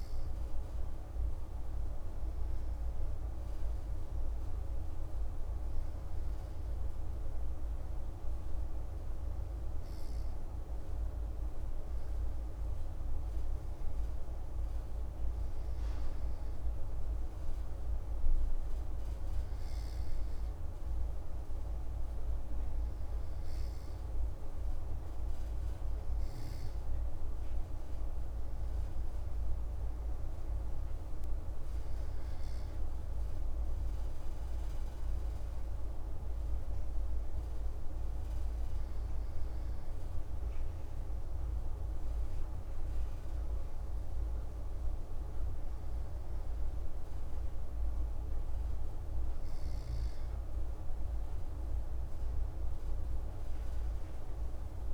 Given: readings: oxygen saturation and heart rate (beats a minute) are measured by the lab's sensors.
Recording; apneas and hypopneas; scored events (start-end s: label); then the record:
breathing in sleep, hard to hear, by a room microphone; none
none scored
From the record:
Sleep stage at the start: N2 (light sleep); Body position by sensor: on the back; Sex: male